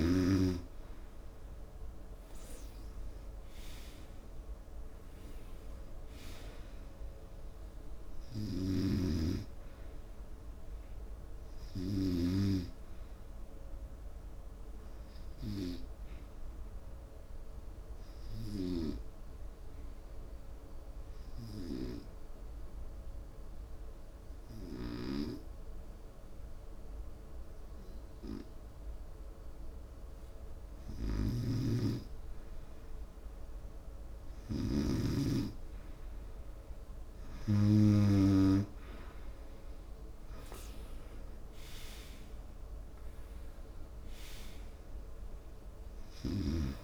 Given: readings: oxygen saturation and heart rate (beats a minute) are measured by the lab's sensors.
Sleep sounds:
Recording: breathing in sleep by a room microphone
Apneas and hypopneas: 1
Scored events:
8.00-34.00 s: oxygen desaturation (device-marked, oxygen 94% before, 90% lowest, heart rate 71 before, 68 extreme)
21.00-33.00 s: obstructive apnea (oxygen 96% before, 88% lowest, heart rate 76 before, 68 extreme, up 1 after)
36.00-41.00 s: arousal
From the record:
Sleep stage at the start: N2 (light sleep)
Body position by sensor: on the right side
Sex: male

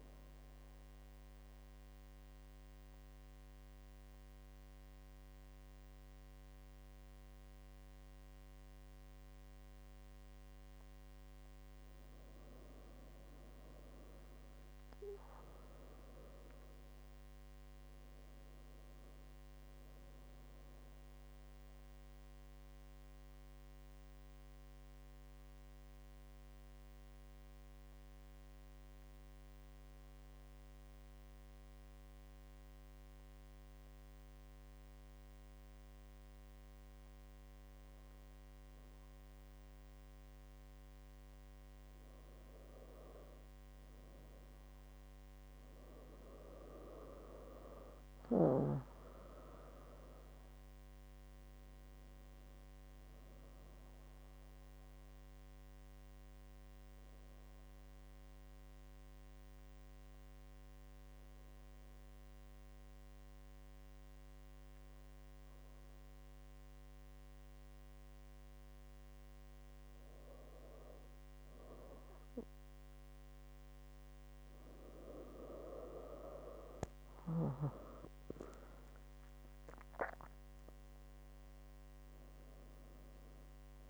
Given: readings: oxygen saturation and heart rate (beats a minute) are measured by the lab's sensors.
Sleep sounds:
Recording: breathing in sleep by a microphone on the trachea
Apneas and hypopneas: 3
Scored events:
1.00-13.00 s: mixed apnea (oxygen 100% before, 94% lowest, heart rate 78 before, 69 extreme, up 9 after)
15.00-18.50 s: arousal
20.50-41.50 s: mixed apnea (oxygen 100% before, 94% lowest, heart rate 74 before, 69 extreme, up 7 after)
43.50-47.00 s: arousal
47.00-70.00 s: oxygen desaturation (device-marked, oxygen 98% before, 94% lowest, heart rate 71 before, 68 extreme)
56.50-69.50 s: obstructive apnea (oxygen 98% before, 91% lowest, heart rate 73 before, 68 extreme, up 2 after)
72.00-76.00 s: arousal
From the record:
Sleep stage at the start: N2 (light sleep)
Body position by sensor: on the back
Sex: female

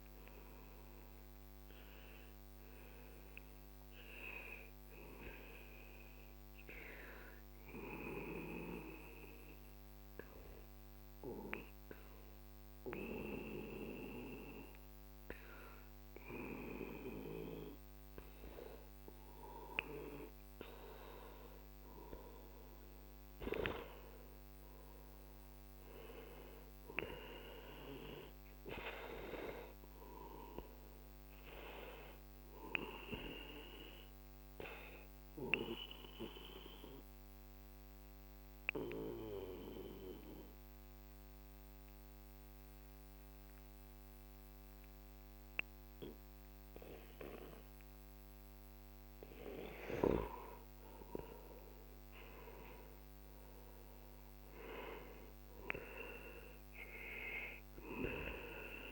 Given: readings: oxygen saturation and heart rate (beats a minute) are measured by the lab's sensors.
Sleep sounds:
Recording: breathing in sleep by a microphone on the trachea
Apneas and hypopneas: 2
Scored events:
1.50-58.92 s: new sleep stage, N2 (light sleep)
6.00-19.50 s: obstructive apnea (oxygen 96% before, 91% lowest, heart rate 69 before, 46 extreme, up 13 after)
21.50-26.00 s: arousal
23.50-40.50 s: oxygen desaturation (device-marked, oxygen 96% before, 91% lowest, heart rate 51 before, 46 extreme)
32.50-49.00 s: obstructive apnea (oxygen 97% before, 91% lowest, heart rate 54 before, 45 extreme, up 14 after)
51.50-55.00 s: arousal
56.50-58.92 s: oxygen desaturation (device-marked, oxygen 95% before, 91% lowest, heart rate 52 before, 43 extreme)
From the record:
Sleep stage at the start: N1 (lightest sleep)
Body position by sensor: on the back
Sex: male

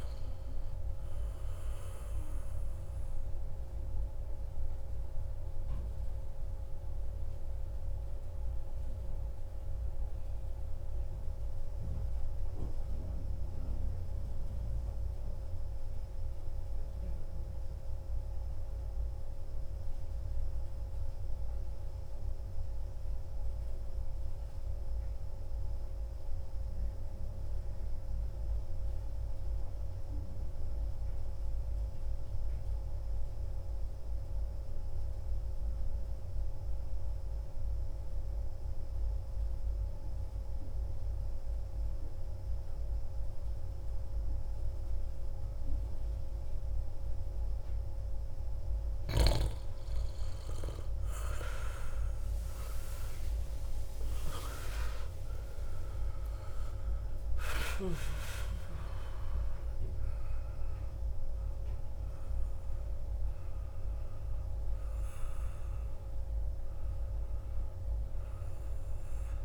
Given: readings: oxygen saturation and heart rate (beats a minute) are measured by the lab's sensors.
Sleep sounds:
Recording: breathing in sleep by a room microphone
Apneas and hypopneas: 1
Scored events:
0.00-14.00 s: oxygen desaturation (device-marked, oxygen 93% lowest, heart rate 57 extreme)
4.50-48.00 s: mixed apnea (oxygen 98% before, 92% lowest, heart rate 64 before, 57 extreme, up 27 after)
42.00-69.45 s: oxygen desaturation (device-marked, oxygen 97% before, 92% lowest, heart rate 60 before, 58 extreme)
50.50-55.50 s: arousal
From the record:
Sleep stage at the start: N2 (light sleep)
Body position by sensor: on the back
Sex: male

